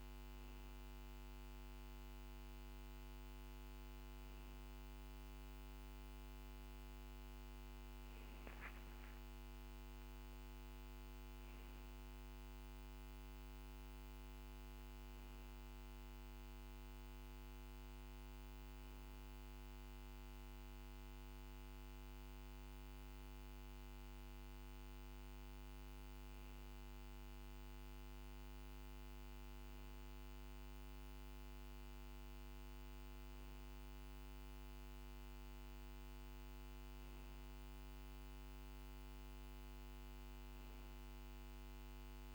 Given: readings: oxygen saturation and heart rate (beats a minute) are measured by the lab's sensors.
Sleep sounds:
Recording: breathing in sleep, hard to hear, by a microphone on the trachea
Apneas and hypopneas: none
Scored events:
none scored
From the record:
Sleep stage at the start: N2 (light sleep)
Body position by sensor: on the back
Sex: male

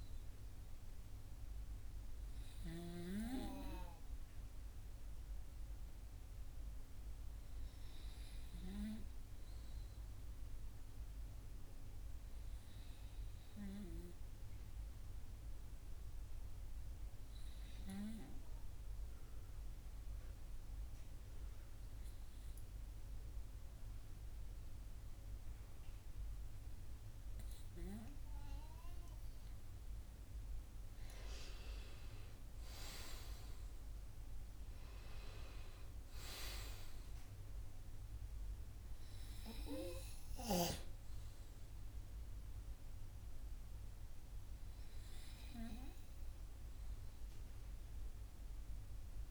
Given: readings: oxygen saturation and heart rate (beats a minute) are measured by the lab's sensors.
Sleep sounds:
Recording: breathing in sleep by a room microphone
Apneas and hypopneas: 1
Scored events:
15.00-29.50 s: hypopnea (oxygen 98% before, 95% lowest, heart rate 62 before, 50 extreme, up 31 after)
31.00-34.00 s: arousal
From the record:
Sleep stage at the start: N2 (light sleep)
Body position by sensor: on the right side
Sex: male

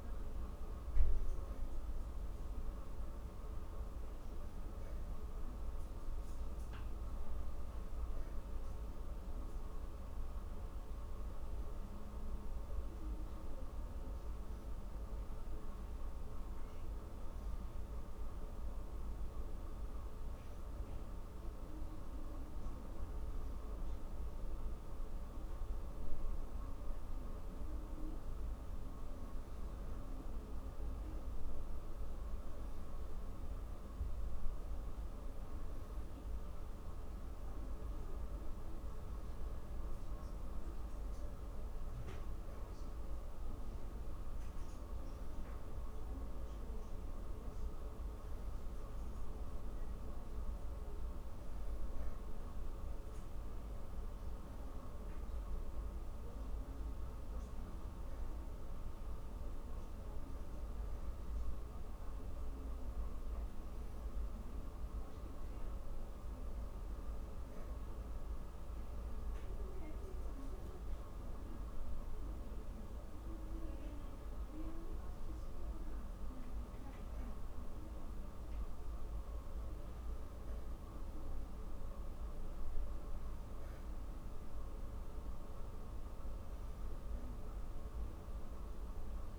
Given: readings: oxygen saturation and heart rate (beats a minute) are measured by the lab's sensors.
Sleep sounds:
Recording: breathing in sleep, hard to hear, by a room microphone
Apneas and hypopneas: none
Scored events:
none scored
From the record:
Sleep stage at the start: N3 (deep sleep)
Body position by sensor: on the back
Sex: female

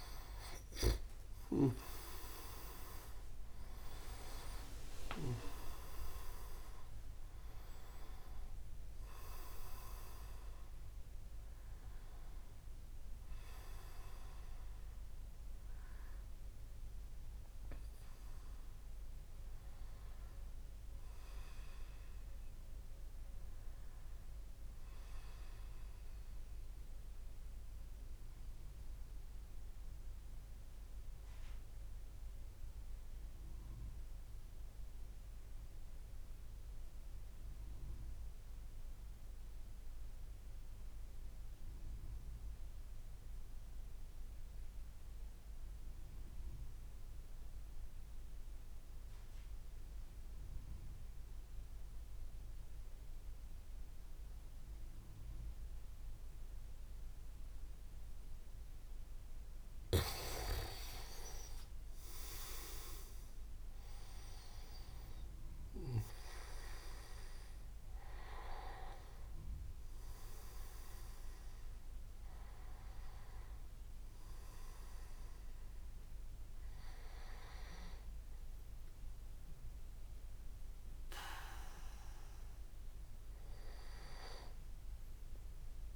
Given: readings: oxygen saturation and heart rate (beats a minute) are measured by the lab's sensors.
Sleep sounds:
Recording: breathing in sleep by a room microphone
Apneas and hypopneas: 1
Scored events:
0.00-20.50 s: oxygen desaturation (device-marked, oxygen 92% lowest)
1.00-10.50 s: leg movement (device-marked)
26.00-59.00 s: mixed apnea (oxygen 96% before, 94% lowest)
57.50-85.96 s: oxygen desaturation (device-marked, oxygen 99% before, 94% lowest)
60.50-65.00 s: arousal
From the record:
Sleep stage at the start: N2 (light sleep)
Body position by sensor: on the back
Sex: male

